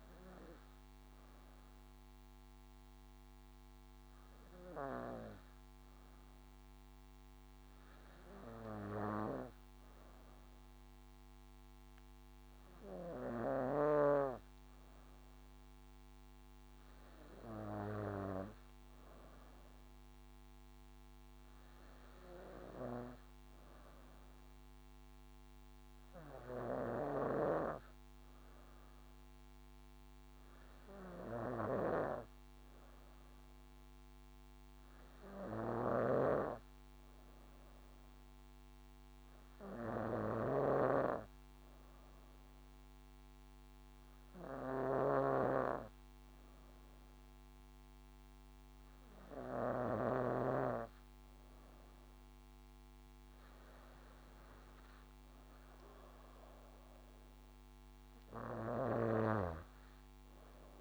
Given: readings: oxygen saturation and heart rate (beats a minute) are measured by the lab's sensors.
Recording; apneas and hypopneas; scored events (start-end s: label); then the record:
breathing in sleep by a microphone on the trachea; none
26.50-50.00 s: snoring (device-marked)
From the record:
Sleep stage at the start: N2 (light sleep); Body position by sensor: on the back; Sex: female